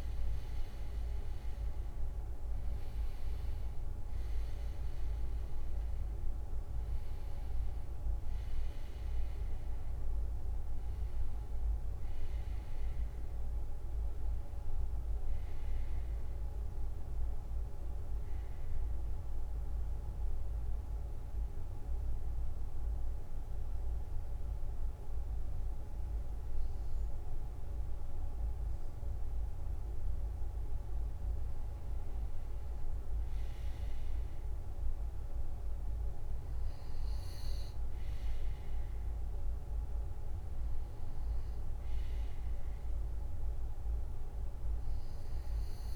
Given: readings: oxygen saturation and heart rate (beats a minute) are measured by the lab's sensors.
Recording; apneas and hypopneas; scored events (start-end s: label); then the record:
breathing in sleep, hard to hear, by a room microphone; 1
0.00-11.00 s: drop in pulse transit time (device-marked, heart rate 62 extreme)
19.00-45.96 s: new sleep stage, N2 (light sleep)
19.50-31.50 s: mixed apnea (oxygen 96% before, 96% lowest, heart rate 68 before, 54 extreme, up 7 after)
34.00-38.50 s: arousal
From the record:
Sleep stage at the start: N1 (lightest sleep); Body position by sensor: on the right side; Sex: male